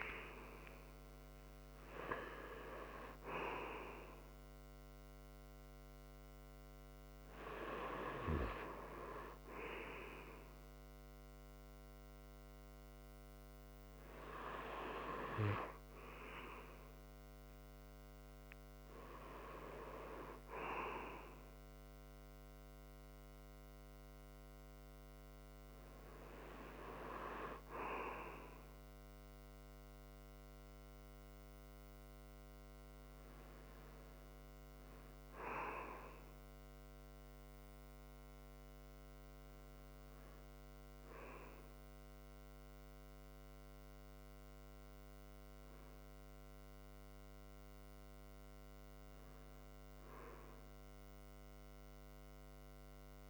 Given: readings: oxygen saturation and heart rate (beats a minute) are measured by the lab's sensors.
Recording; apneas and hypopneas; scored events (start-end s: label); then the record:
breathing in sleep by a microphone on the trachea; none
0.00-2.00 s: arousal
From the record:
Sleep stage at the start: REM sleep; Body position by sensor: on the right side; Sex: male